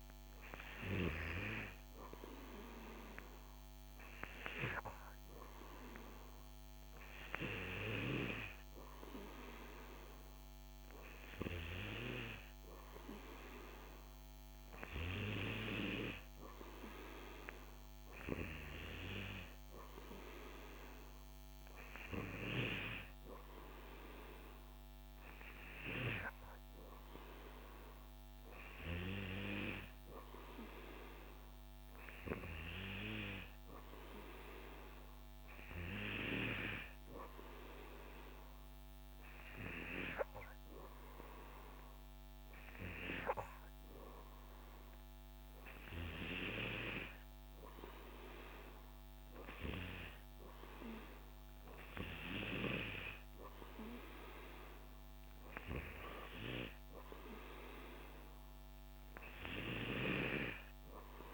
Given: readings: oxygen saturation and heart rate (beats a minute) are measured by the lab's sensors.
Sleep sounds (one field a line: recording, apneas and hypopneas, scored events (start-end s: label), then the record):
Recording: breathing in sleep by a microphone on the trachea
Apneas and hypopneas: none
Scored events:
none scored
From the record:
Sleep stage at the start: N2 (light sleep)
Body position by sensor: on the back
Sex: male